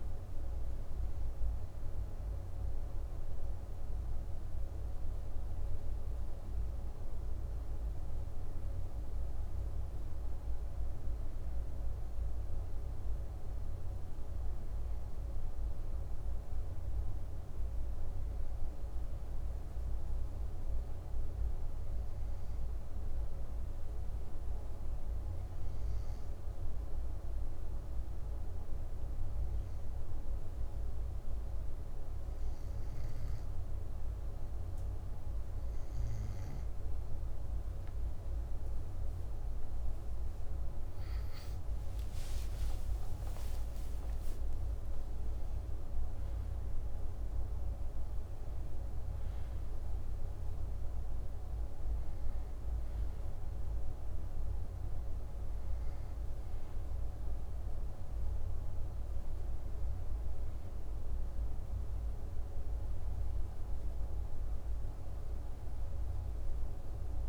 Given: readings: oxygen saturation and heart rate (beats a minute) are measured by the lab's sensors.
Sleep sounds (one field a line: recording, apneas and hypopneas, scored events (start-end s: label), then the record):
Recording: breathing in sleep, hard to hear, by a room microphone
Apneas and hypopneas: 1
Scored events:
6.50-10.00 s: arousal
23.50-38.00 s: hypopnea (oxygen 98% before, 95% lowest, heart rate 54 before, 55 extreme, up 19 after)
42.50-49.50 s: arousal
44.00-46.00 s: long interval between heartbeats (device-marked, heart rate 57 before, 74 extreme)
From the record:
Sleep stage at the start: N2 (light sleep)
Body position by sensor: on the back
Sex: male